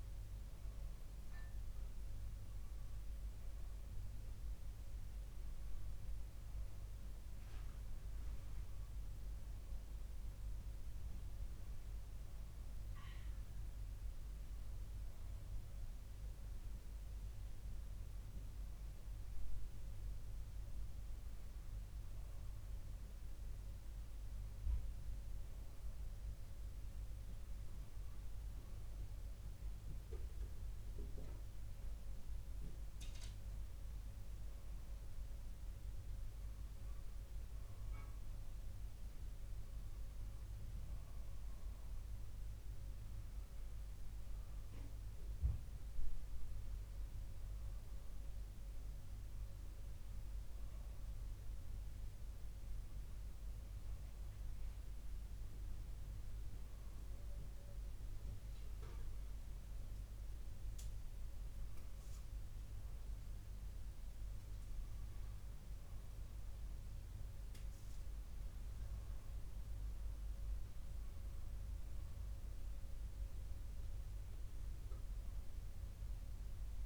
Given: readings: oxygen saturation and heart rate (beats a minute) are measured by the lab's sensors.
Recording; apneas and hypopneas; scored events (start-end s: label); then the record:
breathing in sleep, hard to hear, by a room microphone; none
none scored
From the record:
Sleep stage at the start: N2 (light sleep); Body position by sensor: on the back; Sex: male